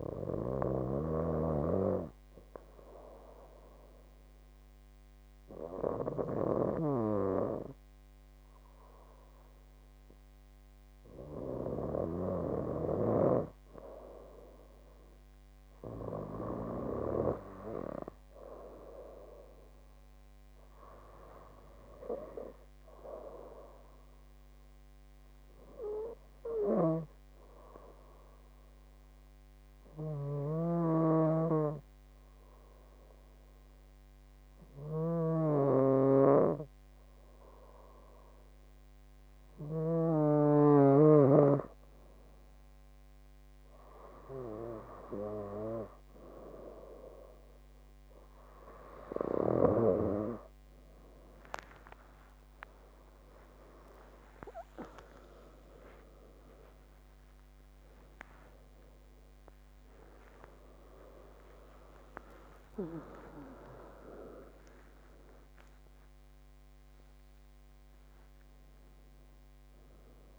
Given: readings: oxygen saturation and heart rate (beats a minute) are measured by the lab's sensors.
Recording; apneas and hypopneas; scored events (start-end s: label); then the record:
breathing in sleep by a microphone on the trachea; 2
3.50-13.50 s: obstructive apnea (oxygen 98% before, 96% lowest)
15.50-18.50 s: arousal
28.50-40.50 s: hypopnea (oxygen 98% before, 96% lowest)
55.50-63.00 s: arousal
From the record:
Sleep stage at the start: N2 (light sleep); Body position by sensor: on the back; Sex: female